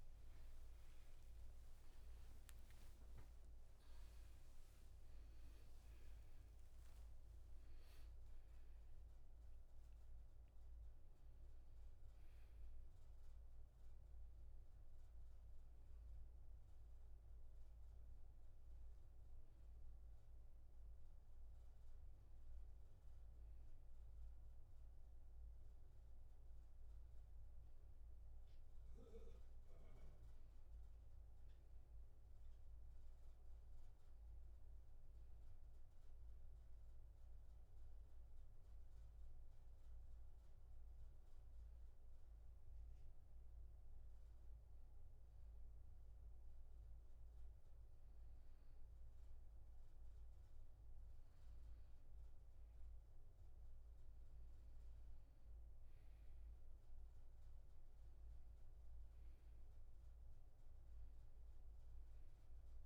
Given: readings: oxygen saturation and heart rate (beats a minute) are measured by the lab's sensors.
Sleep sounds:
breathing in sleep, hard to hear, by a room microphone; 1
0.00-5.50 s: arousal
0.00-12.00 s: oxygen desaturation (device-marked, oxygen 92% lowest)
36.50-49.00 s: hypopnea (oxygen 100% before, 91% lowest, heart rate 42 before, 47 extreme, up 23 after)
50.00-62.86 s: oxygen desaturation (device-marked, oxygen 97% before, 91% lowest, heart rate 50 before, 64 extreme)
52.50-57.00 s: arousal
From the record:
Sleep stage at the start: N1 (lightest sleep); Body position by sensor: on the back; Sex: male

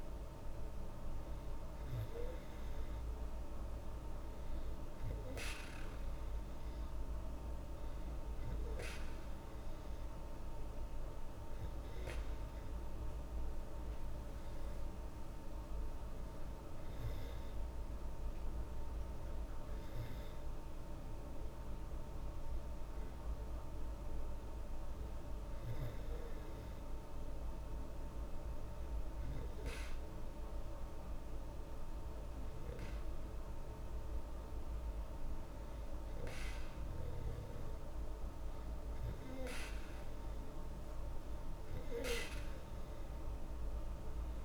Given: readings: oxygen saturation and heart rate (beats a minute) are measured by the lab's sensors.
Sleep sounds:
breathing in sleep, hard to hear, by a room microphone; none
none scored
From the record:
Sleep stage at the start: N2 (light sleep); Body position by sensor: on the back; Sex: female

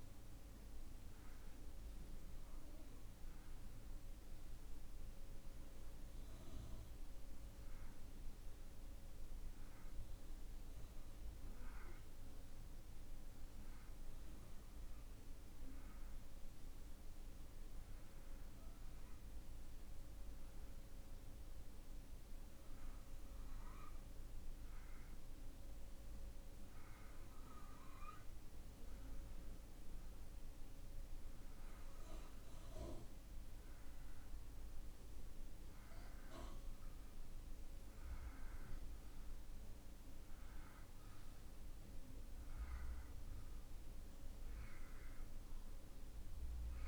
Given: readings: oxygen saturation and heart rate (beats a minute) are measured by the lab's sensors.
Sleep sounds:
breathing in sleep, hard to hear, by a room microphone; none
none scored
From the record:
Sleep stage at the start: N2 (light sleep); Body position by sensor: on the right side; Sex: male

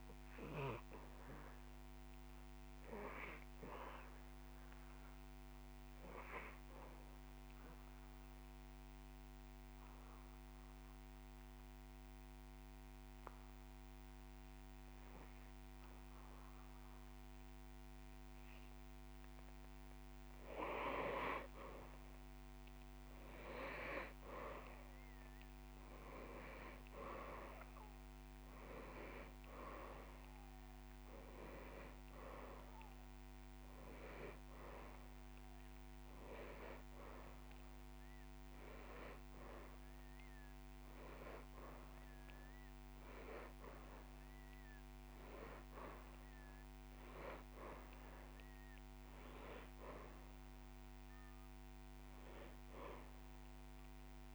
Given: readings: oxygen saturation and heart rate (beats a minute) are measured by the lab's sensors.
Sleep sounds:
breathing in sleep by a microphone on the trachea; 1
0.50-2.50 s: long interval between heartbeats (device-marked)
2.00-19.00 s: obstructive apnea (oxygen 99% before, 91% lowest)
15.00-27.00 s: oxygen desaturation (device-marked, oxygen 95% before, 91% lowest)
25.00-27.00 s: long interval between heartbeats (device-marked)
26.00-30.00 s: arousal
33.50-35.50 s: long interval between heartbeats (device-marked)
40.00-51.00 s: oxygen desaturation (device-marked, oxygen 98% before, 92% lowest)
42.00-44.00 s: long interval between heartbeats (device-marked)
50.00-53.00 s: arousal
From the record:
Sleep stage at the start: N2 (light sleep); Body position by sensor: on the back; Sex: male

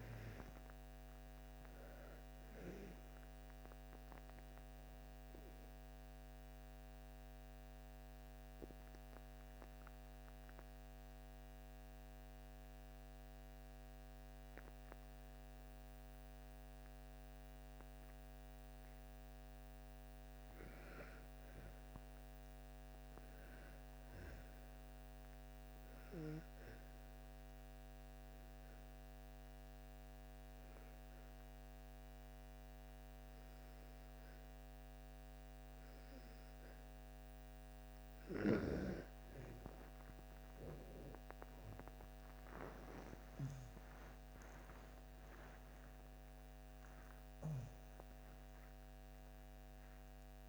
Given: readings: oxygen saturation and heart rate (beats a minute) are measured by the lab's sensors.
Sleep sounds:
breathing in sleep by a microphone on the trachea; 2
0.00-21.00 s: oxygen desaturation (device-marked, oxygen 84% lowest)
8.00-20.00 s: obstructive apnea (oxygen 97% before, 84% lowest)
21.50-24.50 s: arousal
27.00-38.00 s: oxygen desaturation (device-marked, oxygen 98% before, 93% lowest)
27.50-38.00 s: obstructive apnea (oxygen 98% before, 89% lowest)
40.50-46.00 s: arousal
45.00-50.49 s: oxygen desaturation (device-marked, oxygen 96% before, 90% lowest)
From the record:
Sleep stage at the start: N2 (light sleep); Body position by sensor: on the back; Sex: female

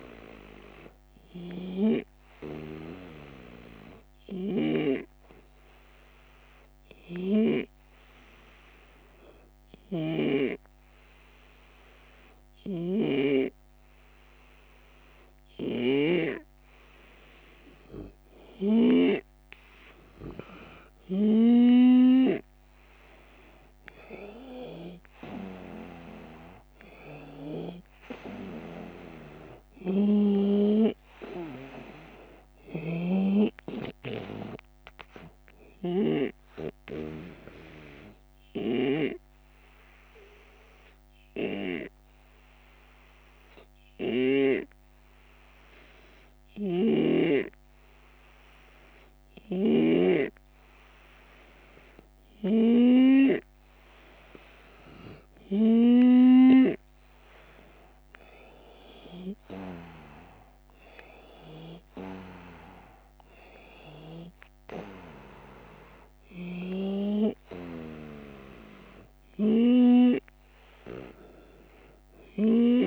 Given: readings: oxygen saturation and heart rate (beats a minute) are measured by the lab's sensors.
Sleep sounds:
breathing in sleep by a microphone on the trachea; 2
2.50-19.50 s: hypopnea (oxygen 95% before, 91% lowest)
4.00-16.00 s: snoring (device-marked)
7.50-9.50 s: long interval between heartbeats (device-marked)
22.00-25.50 s: arousal
32.50-41.50 s: snoring (device-marked)
36.50-52.50 s: obstructive apnea (oxygen 95% before, 91% lowest)
43.50-47.00 s: snoring (device-marked)
49.00-56.50 s: snoring (device-marked)
57.50-62.00 s: arousal
60.00-70.00 s: oxygen desaturation (device-marked, oxygen 95% before, 91% lowest)
67.50-69.50 s: long interval between heartbeats (device-marked)
From the record:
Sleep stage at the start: N2 (light sleep); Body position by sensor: on the right side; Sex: male

